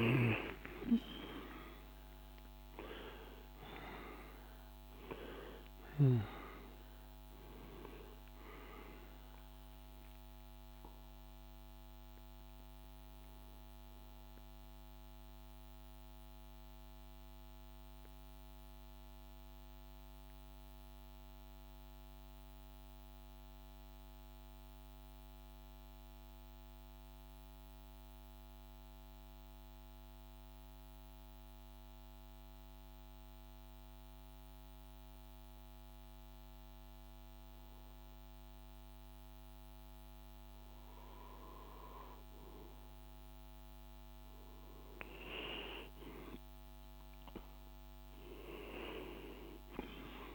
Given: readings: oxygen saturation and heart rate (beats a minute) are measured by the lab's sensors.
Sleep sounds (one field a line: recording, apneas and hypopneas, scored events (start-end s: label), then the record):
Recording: breathing in sleep by a microphone on the trachea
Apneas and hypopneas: 1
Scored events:
0.00-4.00 s: arousal
0.00-25.00 s: oxygen desaturation (device-marked, oxygen 91% lowest, heart rate 52 extreme)
15.50-37.50 s: hypopnea (oxygen 98% before, 92% lowest, heart rate 59 before, 52 extreme, up 1 after)
37.00-50.35 s: oxygen desaturation (device-marked, oxygen 100% before, 92% lowest, heart rate 53 before, 50 extreme)
41.00-45.00 s: arousal
From the record:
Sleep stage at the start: N2 (light sleep)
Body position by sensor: on the right side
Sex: male